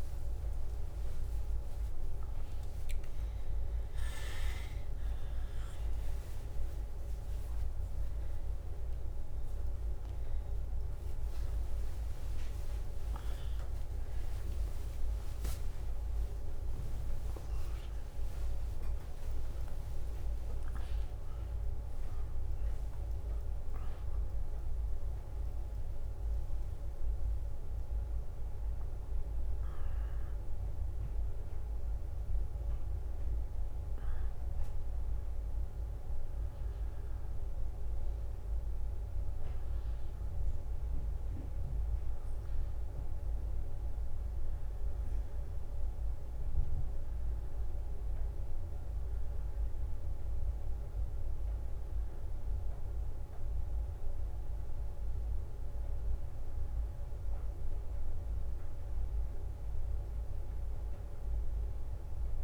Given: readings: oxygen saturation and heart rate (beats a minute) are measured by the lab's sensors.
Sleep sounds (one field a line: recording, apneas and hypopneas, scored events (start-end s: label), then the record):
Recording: a person awake in a sleep study, hard to hear, by a room microphone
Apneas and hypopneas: none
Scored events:
0.00-3.50 s: leg movement (device-marked)
0.00-9.50 s: drop in pulse transit time (device-marked, heart rate 61 extreme)
13.50-15.50 s: tachycardia (device-marked, heart rate 65 before, 98 extreme)
33.50-40.50 s: leg movement (device-marked)
44.50-54.00 s: leg movement (device-marked)
56.00-62.00 s: leg movement (device-marked)
From the record:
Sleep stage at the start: awake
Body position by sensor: on the back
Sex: female